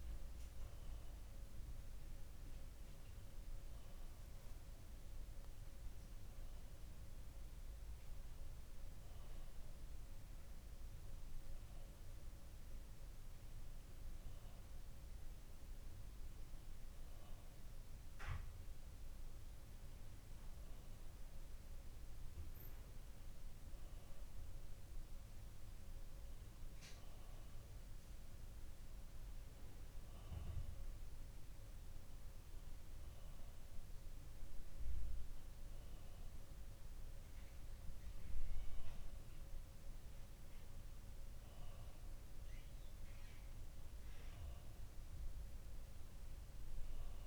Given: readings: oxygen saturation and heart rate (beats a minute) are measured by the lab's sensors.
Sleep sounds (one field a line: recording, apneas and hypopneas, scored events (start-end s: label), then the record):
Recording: breathing in sleep, hard to hear, by a room microphone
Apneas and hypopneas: none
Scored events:
none scored
From the record:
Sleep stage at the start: N2 (light sleep)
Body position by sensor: on the back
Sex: male